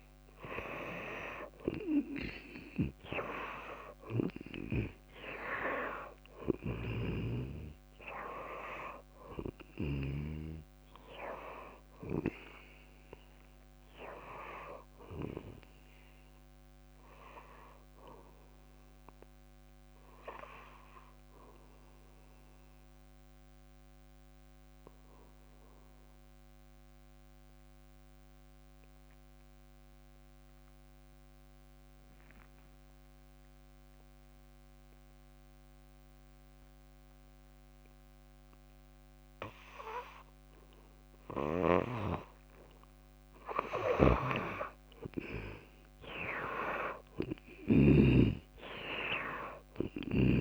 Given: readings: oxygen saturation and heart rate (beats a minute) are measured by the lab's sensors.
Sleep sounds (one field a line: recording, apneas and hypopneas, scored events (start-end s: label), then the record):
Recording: breathing in sleep by a microphone on the trachea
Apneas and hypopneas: 1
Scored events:
0.00-23.50 s: oxygen desaturation (device-marked, oxygen 84% lowest, heart rate 54 extreme)
6.50-10.00 s: snoring (device-marked)
21.00-41.50 s: obstructive apnea (oxygen 97% before, 83% lowest, heart rate 66 before, 55 extreme, up 9 after)
37.50-50.41 s: oxygen desaturation (device-marked, oxygen 97% before, 83% lowest, heart rate 57 before, 55 extreme)
44.00-48.00 s: snoring (device-marked)
44.50-49.50 s: arousal
From the record:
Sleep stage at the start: N2 (light sleep)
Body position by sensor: on the back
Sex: female